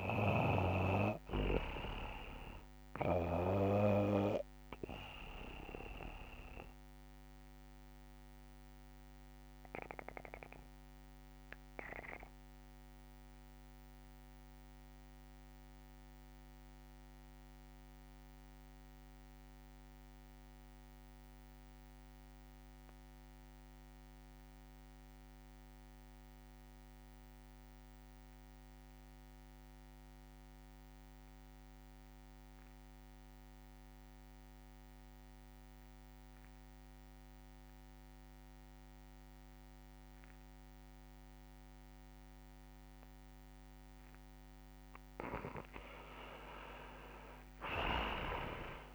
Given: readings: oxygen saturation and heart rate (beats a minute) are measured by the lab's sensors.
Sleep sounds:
breathing in sleep by a microphone on the trachea; 1
0.00-19.50 s: oxygen desaturation (device-marked, oxygen 78% lowest)
4.00-44.50 s: mixed apnea (oxygen 95% before, 76% lowest)
36.50-48.95 s: oxygen desaturation (device-marked, oxygen 99% before, 76% lowest)
46.50-48.95 s: arousal
From the record:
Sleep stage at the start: REM sleep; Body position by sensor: on the back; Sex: male

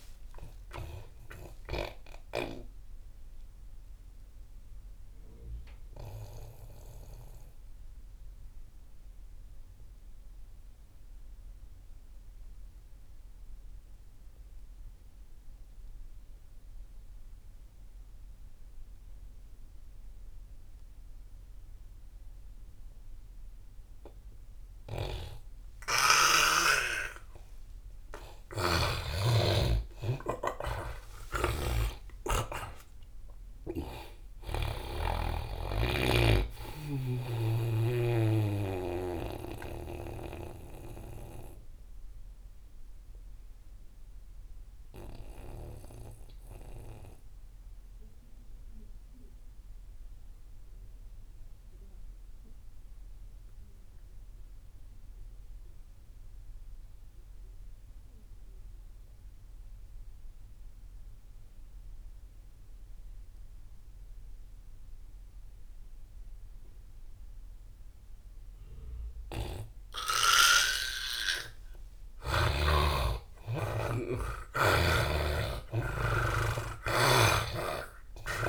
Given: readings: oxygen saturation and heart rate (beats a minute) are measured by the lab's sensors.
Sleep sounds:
breathing in sleep by a room microphone; 2
0.00-11.50 s: oxygen desaturation (device-marked, oxygen 84% lowest)
1.50-26.00 s: obstructive apnea (oxygen 99% before, 83% lowest)
26.50-55.50 s: oxygen desaturation (device-marked, oxygen 99% before, 83% lowest)
27.00-31.50 s: arousal
38.50-70.50 s: obstructive apnea (oxygen 99% before, 82% lowest)
70.50-78.49 s: oxygen desaturation (device-marked, oxygen 99% before, 83% lowest)
72.50-77.50 s: arousal
From the record:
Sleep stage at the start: N2 (light sleep); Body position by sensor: on the back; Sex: male

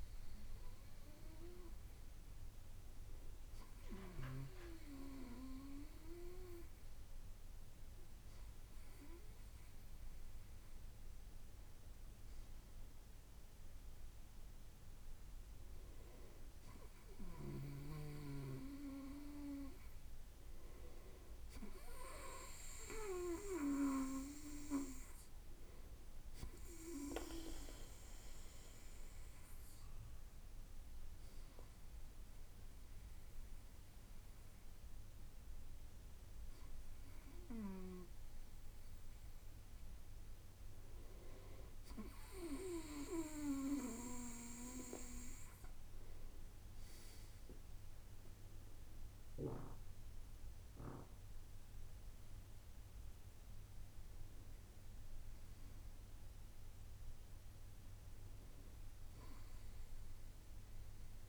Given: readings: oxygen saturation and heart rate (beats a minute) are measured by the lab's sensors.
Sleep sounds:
breathing in sleep by a room microphone; none
none scored
From the record:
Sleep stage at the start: N2 (light sleep); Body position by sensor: on the right side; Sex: male

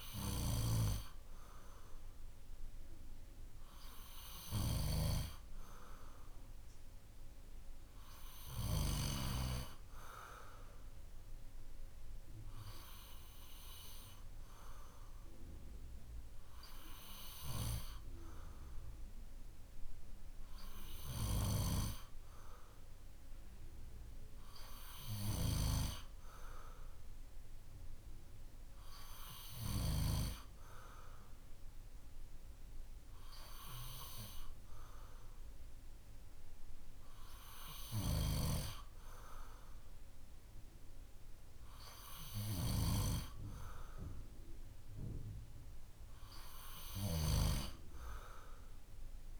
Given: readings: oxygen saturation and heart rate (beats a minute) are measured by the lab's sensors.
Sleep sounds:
breathing in sleep by a room microphone; none
none scored
From the record:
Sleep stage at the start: N2 (light sleep); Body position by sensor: on the back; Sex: male

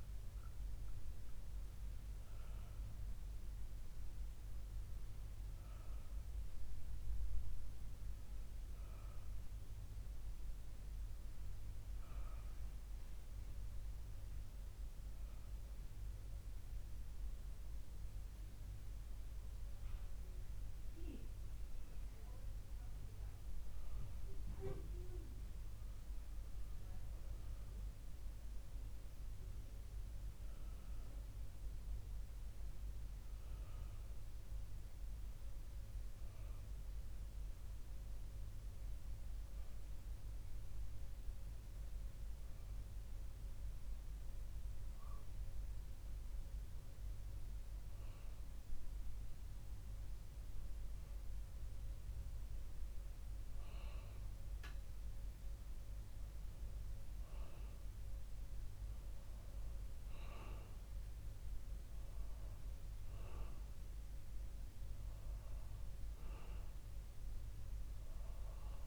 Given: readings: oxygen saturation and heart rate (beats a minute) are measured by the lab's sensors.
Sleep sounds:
breathing in sleep, hard to hear, by a room microphone; 2
13.50-23.50 s: hypopnea (oxygen 98% before, 92% lowest, heart rate 70 before, 65 extreme, up 4 after)
25.50-28.50 s: arousal
29.50-48.50 s: oxygen desaturation (device-marked, oxygen 98% before, 93% lowest, heart rate 67 before, 66 extreme)
38.00-49.00 s: hypopnea (oxygen 98% before, 90% lowest, heart rate 67 before, 66 extreme, up 1 after)
51.50-54.50 s: arousal
From the record:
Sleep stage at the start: N2 (light sleep); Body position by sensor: on the back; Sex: male

